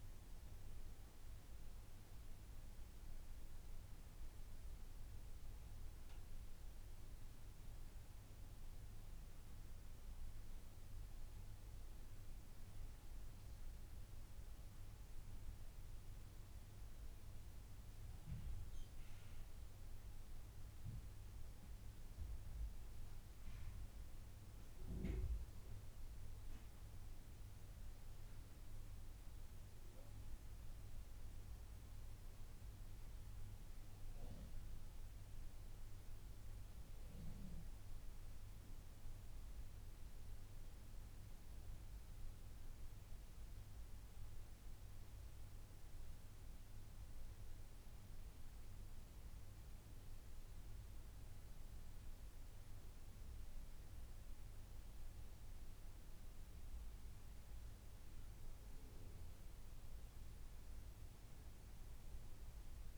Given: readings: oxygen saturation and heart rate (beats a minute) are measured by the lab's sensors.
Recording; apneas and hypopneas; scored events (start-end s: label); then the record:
a person partly awake in a sleep study, hard to hear, by a room microphone; none
7.00-37.00 s: new sleep stage, N1 (lightest sleep)
37.00-62.98 s: new sleep stage, N2 (light sleep)
From the record:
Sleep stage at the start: awake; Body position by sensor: on the front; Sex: female